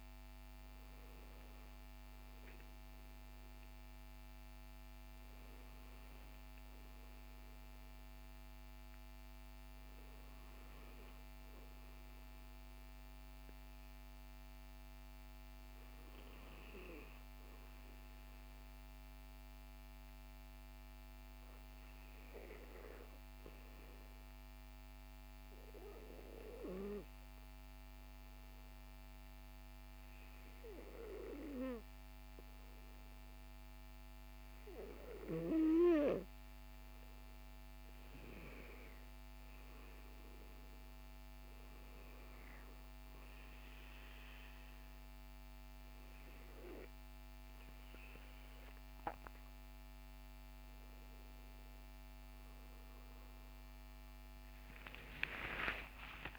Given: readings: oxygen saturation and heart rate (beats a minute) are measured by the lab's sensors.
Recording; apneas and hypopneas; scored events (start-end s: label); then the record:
breathing in sleep by a microphone on the trachea; 1
20.50-33.50 s: hypopnea (oxygen 97% before, 94% lowest, heart rate 55 before, 50 extreme, up 7 after)
37.50-41.50 s: arousal
54.50-56.39 s: arousal
From the record:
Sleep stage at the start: N2 (light sleep); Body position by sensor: on the back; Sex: male